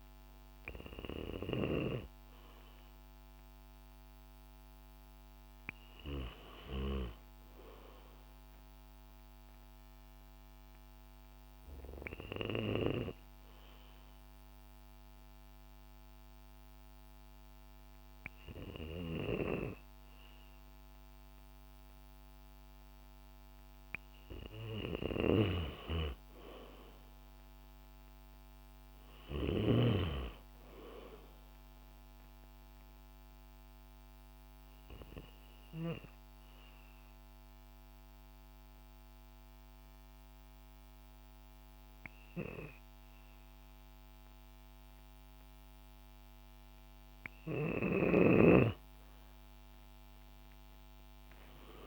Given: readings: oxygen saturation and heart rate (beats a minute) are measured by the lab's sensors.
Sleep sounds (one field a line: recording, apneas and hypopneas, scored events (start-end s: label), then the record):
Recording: breathing in sleep by a microphone on the trachea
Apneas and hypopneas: 2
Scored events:
9.50-22.50 s: hypopnea (oxygen 96% before, 93% lowest, heart rate 124 before, 39 extreme, up 44 after)
24.50-28.00 s: arousal
24.50-29.00 s: snoring (device-marked)
34.00-45.00 s: hypopnea (oxygen 96% before, 92% lowest, heart rate 115 before, 86 extreme)
49.00-51.87 s: arousal
From the record:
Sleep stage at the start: N2 (light sleep)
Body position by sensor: on the back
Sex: female